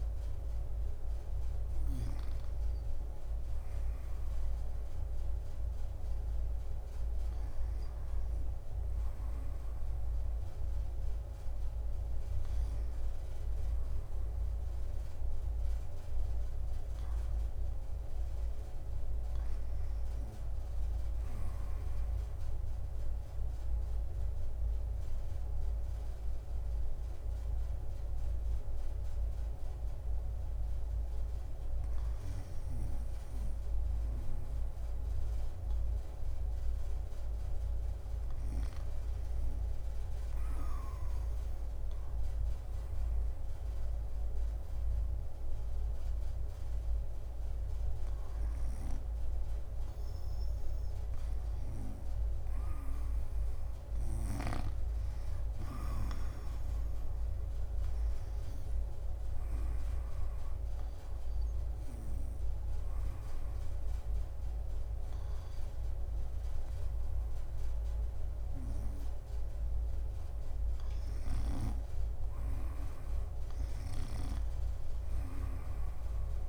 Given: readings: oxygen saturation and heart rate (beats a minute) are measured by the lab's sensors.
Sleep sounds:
breathing in sleep by a room microphone; 2
22.00-38.50 s: mixed apnea (oxygen 99% before, 94% lowest, heart rate 65 before, 64 extreme, up 6 after)
42.00-45.50 s: arousal
50.50-62.50 s: oxygen desaturation (device-marked, oxygen 97% before, 94% lowest, heart rate 67 before, 65 extreme)
57.50-69.50 s: drop in pulse transit time (device-marked, heart rate 68 before, 67 extreme)
60.50-72.00 s: obstructive apnea (oxygen 98% before, 94% lowest, heart rate 69 before, 65 extreme, up 2 after)
74.00-76.49 s: arousal
From the record:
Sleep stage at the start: REM sleep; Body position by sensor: on the back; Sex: female

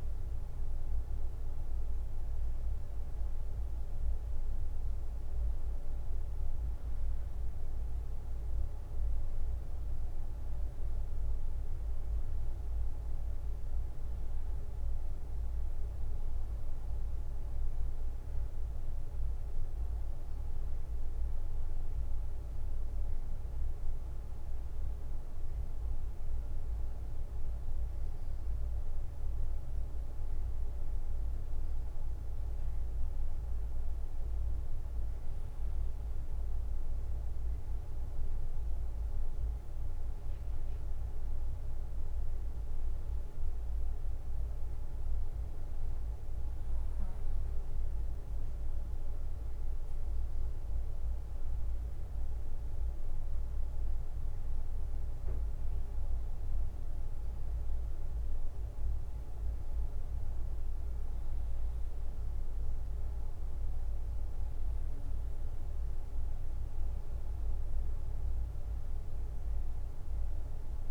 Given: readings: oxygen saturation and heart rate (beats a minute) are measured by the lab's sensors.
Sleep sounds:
breathing in sleep, hard to hear, by a room microphone; none
none scored
From the record:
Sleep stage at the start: N2 (light sleep); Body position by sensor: on the right side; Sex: male

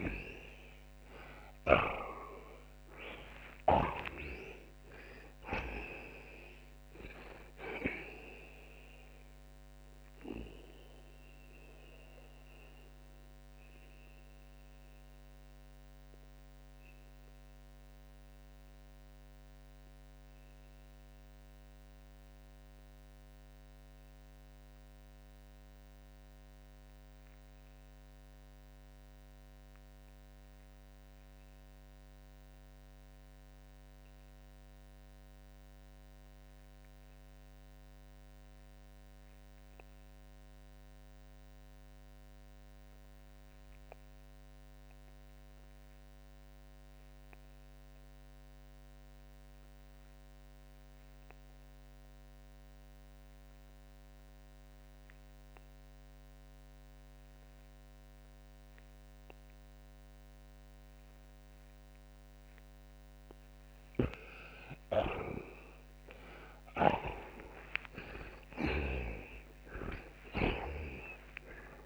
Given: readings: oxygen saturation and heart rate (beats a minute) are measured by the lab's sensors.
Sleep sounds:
breathing in sleep by a microphone on the trachea; 1
0.00-3.50 s: arousal
0.00-3.50 s: snoring (device-marked)
10.00-63.00 s: mixed apnea (oxygen 95% before, 80% lowest)
28.00-38.00 s: oxygen desaturation (device-marked, oxygen 91% before, 80% lowest)
66.50-70.50 s: snoring (device-marked)
68.00-71.00 s: arousal
From the record:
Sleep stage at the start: REM sleep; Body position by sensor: on the back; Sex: male

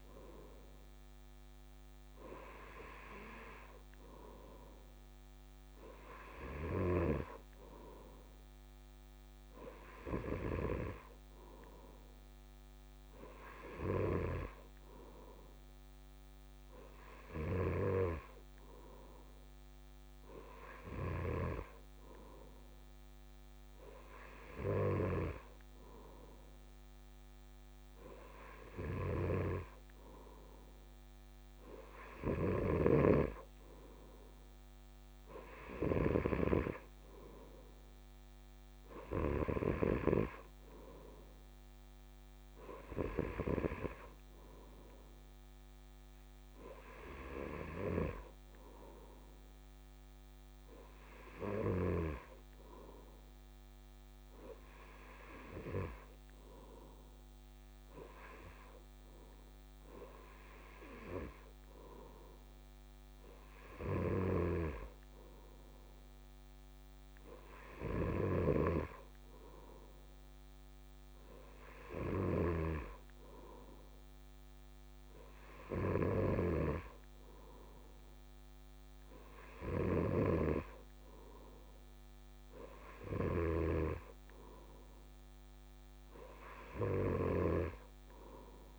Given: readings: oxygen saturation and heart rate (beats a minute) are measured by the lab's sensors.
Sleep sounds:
breathing in sleep by a microphone on the trachea; none
none scored
From the record:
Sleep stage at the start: N3 (deep sleep); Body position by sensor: on the right side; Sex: male

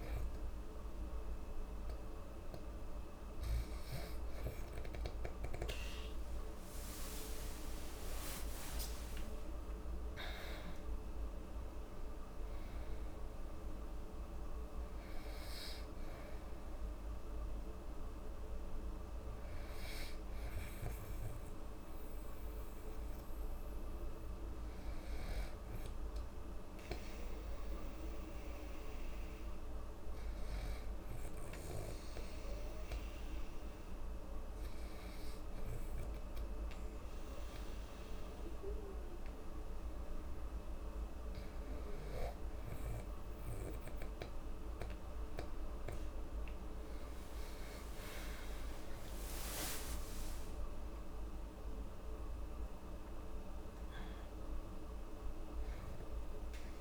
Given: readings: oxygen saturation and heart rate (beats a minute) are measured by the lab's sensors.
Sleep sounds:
breathing in sleep, hard to hear, by a room microphone; 1
0.00-13.00 s: oxygen desaturation (device-marked, oxygen 91% lowest, heart rate 66 extreme)
5.00-10.00 s: arousal
31.50-42.00 s: hypopnea (oxygen 97% before, 94% lowest, heart rate 72 before, 67 extreme, up 3 after)
46.00-50.00 s: arousal
From the record:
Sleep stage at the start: N2 (light sleep); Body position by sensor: on the back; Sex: female

